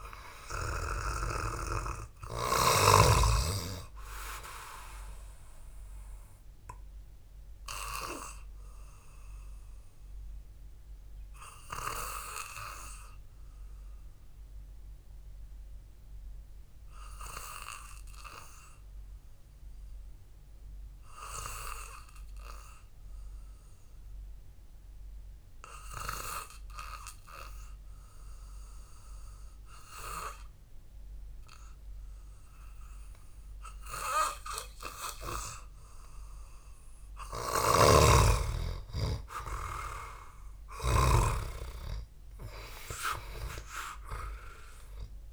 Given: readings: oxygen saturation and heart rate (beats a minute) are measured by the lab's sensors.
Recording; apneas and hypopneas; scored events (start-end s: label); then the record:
breathing in sleep by a room microphone; 1
0.00-2.00 s: arousal
0.00-3.00 s: snoring (device-marked)
8.00-35.00 s: hypopnea (oxygen 97% before, 93% lowest, heart rate 56 before, 54 extreme, up 1 after)
37.50-42.00 s: arousal
38.00-41.50 s: snoring (device-marked)
From the record:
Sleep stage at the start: N2 (light sleep); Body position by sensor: on the back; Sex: male